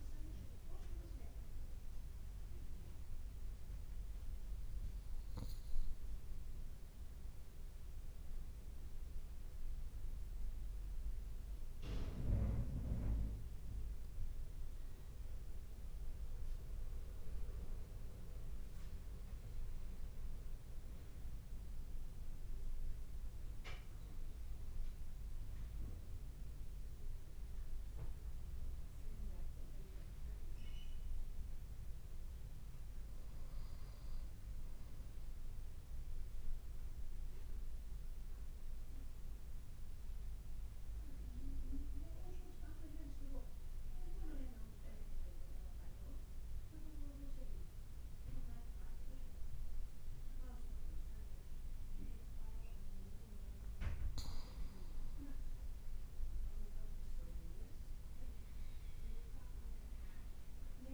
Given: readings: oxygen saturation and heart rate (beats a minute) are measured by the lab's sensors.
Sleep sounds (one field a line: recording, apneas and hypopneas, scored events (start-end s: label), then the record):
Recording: breathing in sleep by a room microphone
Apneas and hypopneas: 2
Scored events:
1.50-13.50 s: obstructive apnea (oxygen 99% before, 95% lowest, heart rate 55 before, 54 extreme, up 2 after)
5.00-60.94 s: new sleep stage, N2 (light sleep)
16.00-20.00 s: arousal
36.00-53.00 s: obstructive apnea (oxygen 97% before, 95% lowest, heart rate 56 before, 53 extreme, up 2 after)
55.50-60.00 s: arousal
From the record:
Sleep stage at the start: N1 (lightest sleep)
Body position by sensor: on the right side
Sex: male